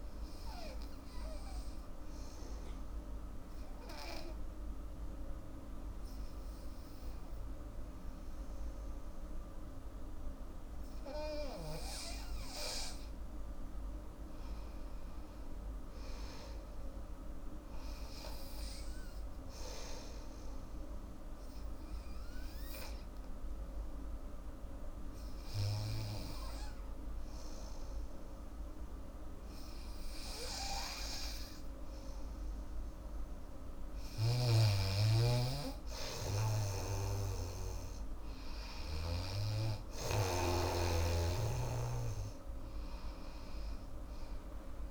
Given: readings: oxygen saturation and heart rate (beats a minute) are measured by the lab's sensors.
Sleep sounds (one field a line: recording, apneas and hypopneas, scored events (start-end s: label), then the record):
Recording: breathing in sleep by a room microphone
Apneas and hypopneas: 2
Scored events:
0.00-10.00 s: oxygen desaturation (device-marked, oxygen 89% lowest, heart rate 70 extreme)
1.00-13.00 s: obstructive apnea (oxygen 100% before, 89% lowest, heart rate 78 before, 70 extreme, up 12 after)
14.00-16.50 s: arousal
16.00-28.00 s: oxygen desaturation (device-marked, oxygen 98% before, 92% lowest, heart rate 76 before, 74 extreme)
20.50-34.50 s: hypopnea (oxygen 98% before, 89% lowest, heart rate 75 before, 74 extreme, up 9 after)
34.00-40.50 s: snoring (device-marked)
35.00-44.91 s: oxygen desaturation (device-marked, oxygen 97% before, 93% lowest, heart rate 78 before, 74 extreme)
36.00-39.50 s: arousal
From the record:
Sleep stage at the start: N2 (light sleep)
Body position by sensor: on the back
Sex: female